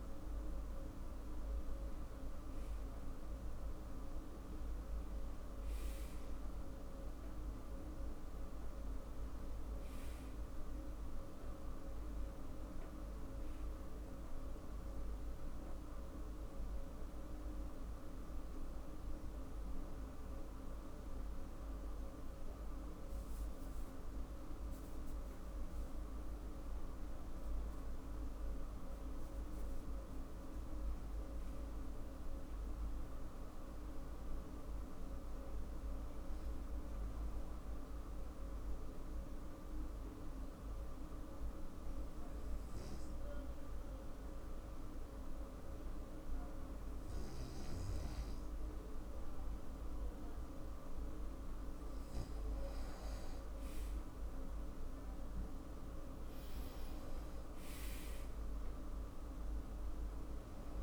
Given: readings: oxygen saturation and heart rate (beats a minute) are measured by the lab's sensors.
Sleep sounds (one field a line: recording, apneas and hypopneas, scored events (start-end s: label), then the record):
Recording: breathing in sleep, hard to hear, by a room microphone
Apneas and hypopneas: 1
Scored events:
38.00-52.00 s: obstructive apnea (oxygen 98% before, 94% lowest, heart rate 52 before, 54 extreme, up 4 after)
54.50-58.00 s: arousal
From the record:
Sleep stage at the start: N2 (light sleep)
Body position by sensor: on the back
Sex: male